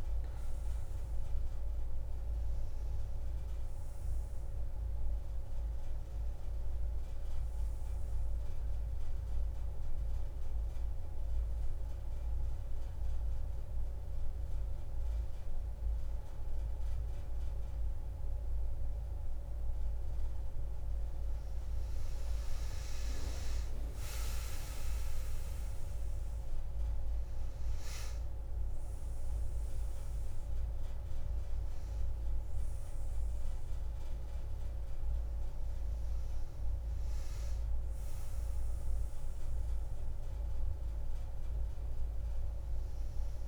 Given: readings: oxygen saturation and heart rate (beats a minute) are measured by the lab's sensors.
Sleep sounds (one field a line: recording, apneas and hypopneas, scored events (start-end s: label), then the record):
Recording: breathing in sleep, hard to hear, by a room microphone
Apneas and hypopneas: 1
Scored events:
0.00-11.50 s: oxygen desaturation (device-marked, oxygen 89% lowest)
11.00-22.00 s: hypopnea (oxygen 95% before, 91% lowest)
14.50-18.50 s: tachycardia (device-marked, heart rate 30 before, 172 extreme)
24.00-29.00 s: arousal
26.50-43.48 s: oxygen desaturation (device-marked, oxygen 97% before, 91% lowest)
From the record:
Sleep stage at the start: N2 (light sleep)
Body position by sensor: on the back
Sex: female